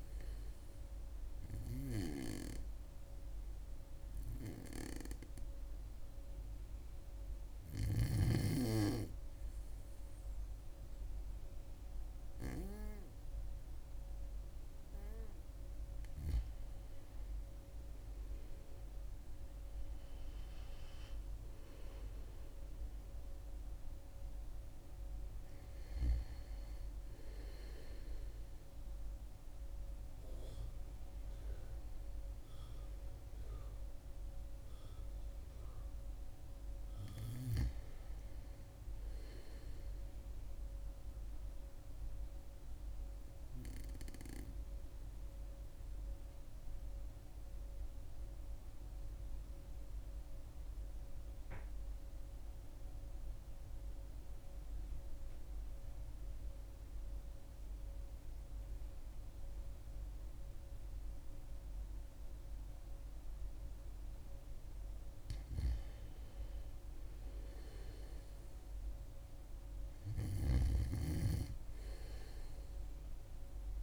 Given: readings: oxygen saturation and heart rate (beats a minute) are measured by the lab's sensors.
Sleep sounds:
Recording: breathing in sleep by a room microphone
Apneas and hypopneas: 2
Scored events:
1.50-14.00 s: hypopnea (oxygen 100% before, 95% lowest, heart rate 68 before, 66 extreme, up 5 after)
13.00-32.00 s: oxygen desaturation (device-marked, oxygen 98% before, 95% lowest, heart rate 69 before, 66 extreme)
17.00-21.50 s: arousal
34.00-73.82 s: new sleep stage, REM sleep
44.50-63.50 s: obstructive apnea (oxygen 97% before, 92% lowest, heart rate 69 before, 65 extreme, up 3 after)
65.00-73.82 s: oxygen desaturation (device-marked, oxygen 99% before, 92% lowest, heart rate 68 before, 65 extreme)
67.50-72.00 s: arousal
From the record:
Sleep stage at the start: N2 (light sleep)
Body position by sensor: on the back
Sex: female

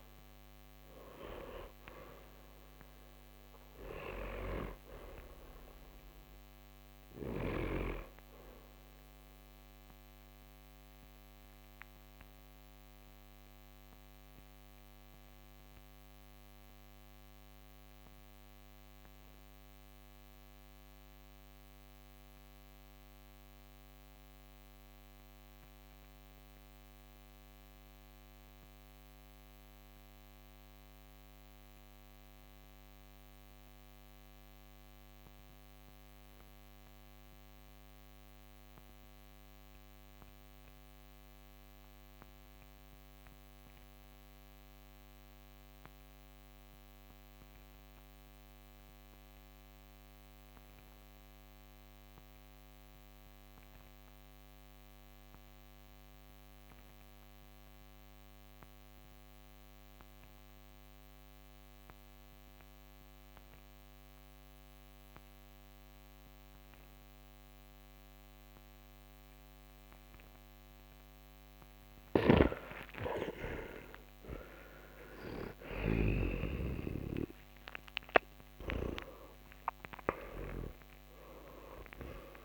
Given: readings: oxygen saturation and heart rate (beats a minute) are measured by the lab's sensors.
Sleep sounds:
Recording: breathing in sleep by a microphone on the trachea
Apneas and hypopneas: 1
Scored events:
0.00-27.50 s: oxygen desaturation (device-marked, oxygen 83% lowest, heart rate 45 extreme)
10.50-72.50 s: mixed apnea (oxygen 94% before, 83% lowest, heart rate 67 before, 45 extreme, up 10 after)
55.50-82.45 s: oxygen desaturation (device-marked, oxygen 98% before, 84% lowest, heart rate 52 before, 42 extreme)
72.00-82.45 s: snoring (device-marked)
73.50-78.00 s: arousal
From the record:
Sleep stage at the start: N2 (light sleep)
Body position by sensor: on the back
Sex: male

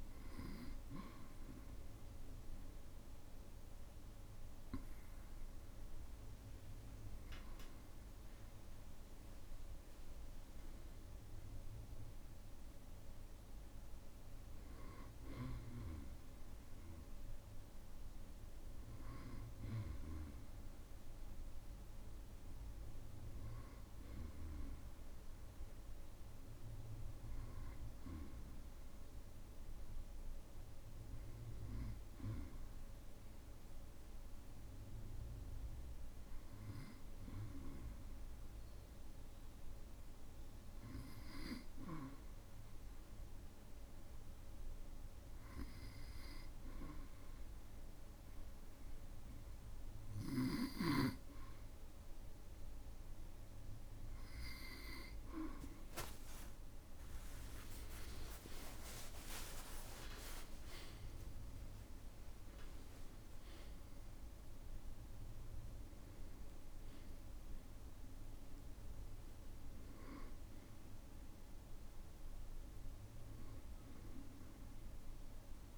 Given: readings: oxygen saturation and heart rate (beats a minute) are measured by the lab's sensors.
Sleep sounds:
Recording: breathing in sleep by a room microphone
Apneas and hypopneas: 1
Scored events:
23.00-51.00 s: hypopnea (oxygen 96% before, 94% lowest, heart rate 58 before, 52 extreme, up 15 after)
59.00-61.00 s: long interval between heartbeats (device-marked, heart rate 59 before, 90 extreme)
59.50-64.00 s: arousal
From the record:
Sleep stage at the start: N2 (light sleep)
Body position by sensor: on the back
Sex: male

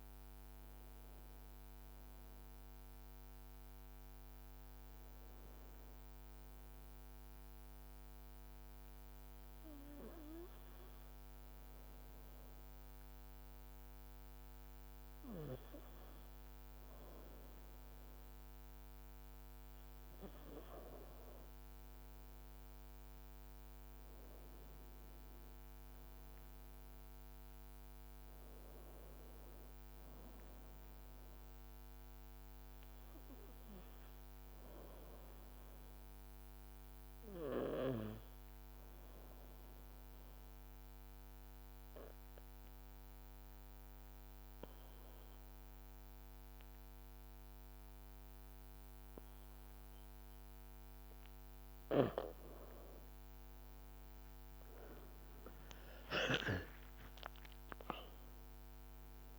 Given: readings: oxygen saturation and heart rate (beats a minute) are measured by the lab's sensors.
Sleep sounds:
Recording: breathing in sleep by a microphone on the trachea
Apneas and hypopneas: 2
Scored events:
7.00-19.50 s: obstructive apnea (oxygen 99% before, 91% lowest, heart rate 55 before, 53 extreme, up 2 after)
10.00-36.00 s: oxygen desaturation (device-marked, oxygen 97% before, 93% lowest, heart rate 54 before, 53 extreme)
22.00-26.00 s: arousal
23.00-28.50 s: leg movement (device-marked)
33.50-50.50 s: obstructive apnea (oxygen 97% before, 91% lowest, heart rate 54 before, 53 extreme, up 4 after)
52.50-56.00 s: arousal
53.50-59.39 s: leg movement (device-marked)
From the record:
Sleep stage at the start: N2 (light sleep)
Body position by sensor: on the back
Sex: male

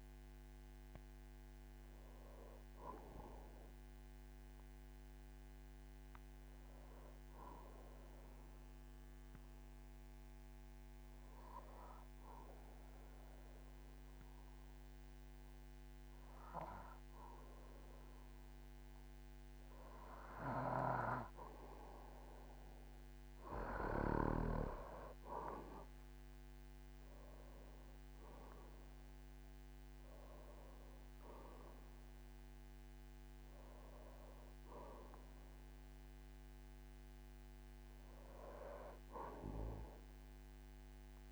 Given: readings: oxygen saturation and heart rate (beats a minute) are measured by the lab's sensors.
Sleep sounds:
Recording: breathing in sleep by a microphone on the trachea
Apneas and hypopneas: 1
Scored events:
0.00-1.50 s: oxygen desaturation (device-marked, oxygen 94% lowest, heart rate 48 extreme)
4.00-19.00 s: obstructive apnea (oxygen 98% before, 93% lowest, heart rate 111 before, 48 extreme, up 15 after)
23.50-25.50 s: long interval between heartbeats (device-marked, heart rate 50 before, 61 extreme)
24.50-41.31 s: oxygen desaturation (device-marked, oxygen 98% before, 93% lowest, heart rate 51 before, 48 extreme)
27.50-32.00 s: arousal
27.50-34.50 s: tachycardia (device-marked, heart rate 61 before, 145 extreme)
30.00-32.00 s: long interval between heartbeats (device-marked, heart rate 56 before, 79 extreme)
32.00-34.00 s: long interval between heartbeats (device-marked, heart rate 60 before, 137 extreme)
From the record:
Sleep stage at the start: N2 (light sleep)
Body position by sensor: on the back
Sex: male

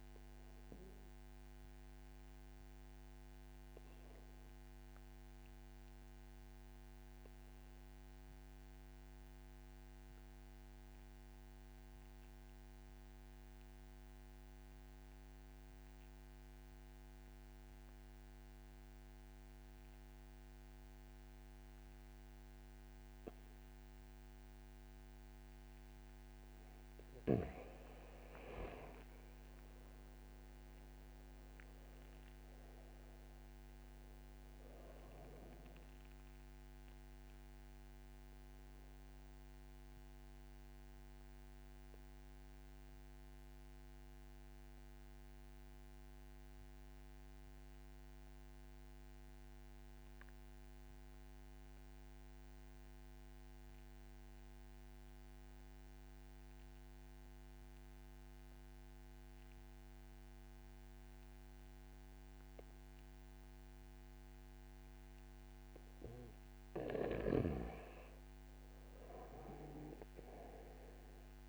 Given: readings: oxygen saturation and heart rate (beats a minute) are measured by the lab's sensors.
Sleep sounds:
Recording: breathing in sleep by a microphone on the trachea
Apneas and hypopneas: 2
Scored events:
0.00-14.50 s: oxygen desaturation (device-marked, oxygen 87% lowest, heart rate 43 extreme)
4.00-25.00 s: obstructive apnea (oxygen 96% before, 87% lowest, heart rate 57 before, 57 extreme, up 5 after)
28.50-32.00 s: arousal
28.50-53.50 s: oxygen desaturation (device-marked, oxygen 96% before, 88% lowest, heart rate 62 before, 40 extreme)
38.00-66.00 s: obstructive apnea (oxygen 97% before, 88% lowest, heart rate 60 before, 40 extreme, up 1 after)
67.50-71.49 s: oxygen desaturation (device-marked, oxygen 97% before, 88% lowest, heart rate 63 before, 40 extreme)
69.50-71.49 s: arousal
From the record:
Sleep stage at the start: N2 (light sleep)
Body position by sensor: on the back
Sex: male

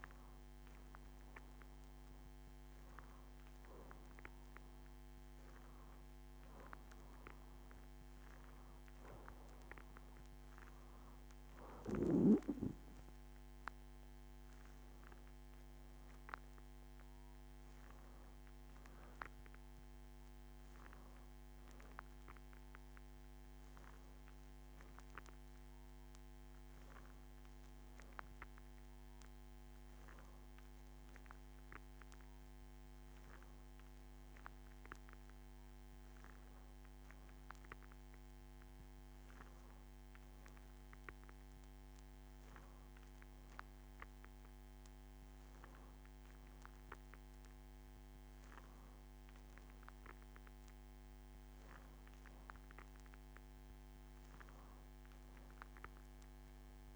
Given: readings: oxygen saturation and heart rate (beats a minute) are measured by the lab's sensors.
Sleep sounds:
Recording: breathing in sleep by a microphone on the trachea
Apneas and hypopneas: none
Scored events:
none scored
From the record:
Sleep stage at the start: N2 (light sleep)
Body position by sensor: on the back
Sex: female

